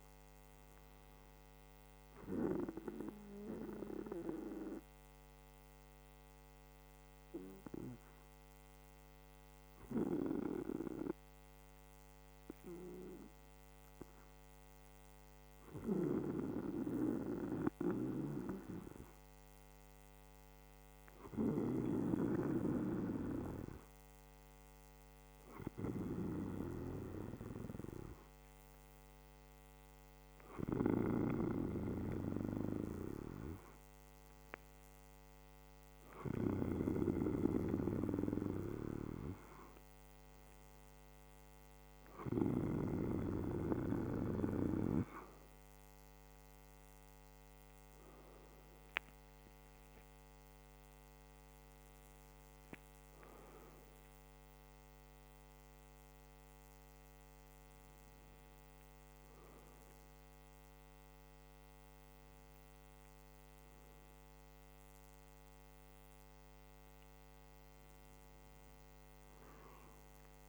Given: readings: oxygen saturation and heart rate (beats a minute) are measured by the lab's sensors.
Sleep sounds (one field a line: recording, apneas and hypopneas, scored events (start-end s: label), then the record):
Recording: breathing in sleep by a microphone on the trachea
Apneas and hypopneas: 1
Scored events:
3.50-19.50 s: hypopnea (oxygen 97% before, 95% lowest, heart rate 46 before, 45 extreme, up 3 after)
21.00-25.00 s: arousal
44.50-70.48 s: new sleep stage, N2 (light sleep)
From the record:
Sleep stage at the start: N1 (lightest sleep)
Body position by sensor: on the back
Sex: male